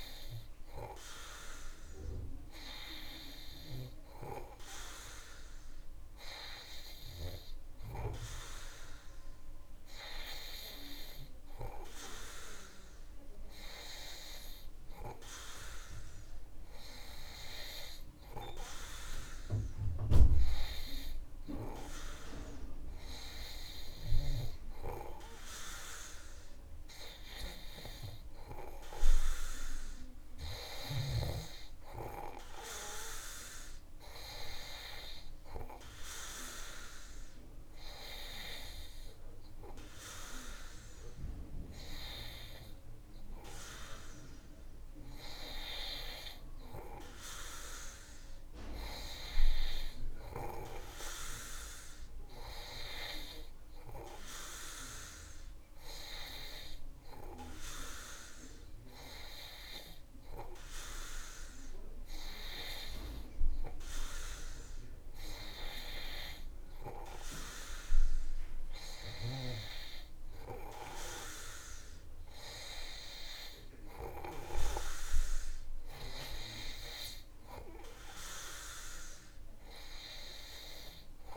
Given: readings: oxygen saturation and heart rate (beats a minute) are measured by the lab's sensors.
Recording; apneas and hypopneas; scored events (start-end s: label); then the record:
breathing in sleep by a room microphone; none
none scored
From the record:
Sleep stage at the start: N2 (light sleep); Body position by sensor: on the back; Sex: male